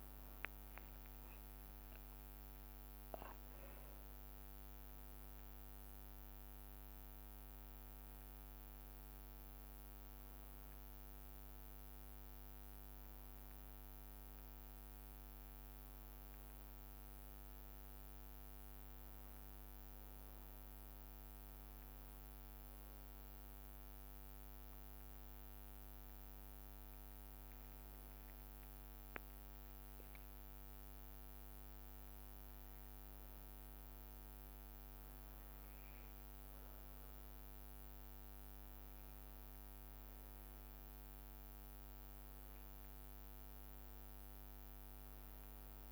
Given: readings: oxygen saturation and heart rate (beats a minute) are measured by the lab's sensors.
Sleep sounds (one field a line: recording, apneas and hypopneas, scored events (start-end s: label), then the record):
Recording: a person awake in a sleep study, hard to hear, by a microphone on the trachea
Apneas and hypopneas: none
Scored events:
none scored
From the record:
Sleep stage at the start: awake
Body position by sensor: on the back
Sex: male